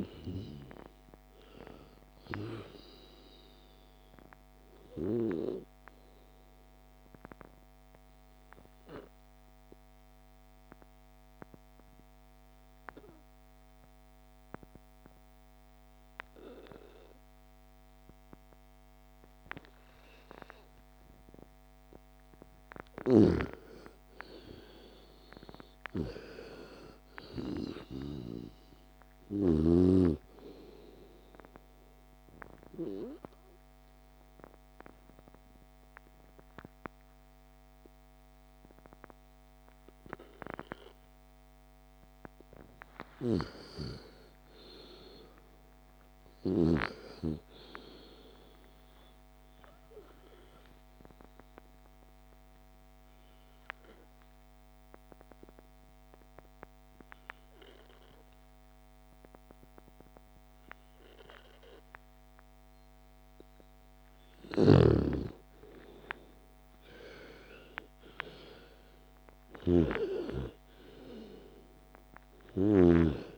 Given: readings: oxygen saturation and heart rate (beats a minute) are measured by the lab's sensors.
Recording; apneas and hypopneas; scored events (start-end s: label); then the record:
breathing in sleep by a microphone on the trachea; 3
2.00-20.00 s: oxygen desaturation (device-marked, oxygen 97% before, 86% lowest, heart rate 46 before, 38 extreme)
6.00-22.00 s: obstructive apnea (oxygen 97% before, 86% lowest, heart rate 49 before, 38 extreme, up 7 after)
22.00-26.00 s: arousal
33.00-44.00 s: obstructive apnea (oxygen 99% before, 88% lowest, heart rate 48 before, 47 extreme, up 15 after)
34.00-46.00 s: oxygen desaturation (device-marked, oxygen 98% before, 89% lowest, heart rate 49 before, 47 extreme)
43.00-47.00 s: snoring (device-marked)
45.50-48.00 s: arousal
51.00-64.50 s: obstructive apnea (oxygen 99% before, 87% lowest, heart rate 57 before, 28 extreme, up 13 after)
55.00-66.00 s: oxygen desaturation (device-marked, oxygen 98% before, 92% lowest, heart rate 57 before, 28 extreme)
64.50-73.00 s: snoring (device-marked)
66.00-70.00 s: arousal
71.00-73.38 s: oxygen desaturation (device-marked, oxygen 98% before, 88% lowest, heart rate 57 before, 28 extreme)
From the record:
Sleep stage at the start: N2 (light sleep); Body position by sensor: on the left side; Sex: female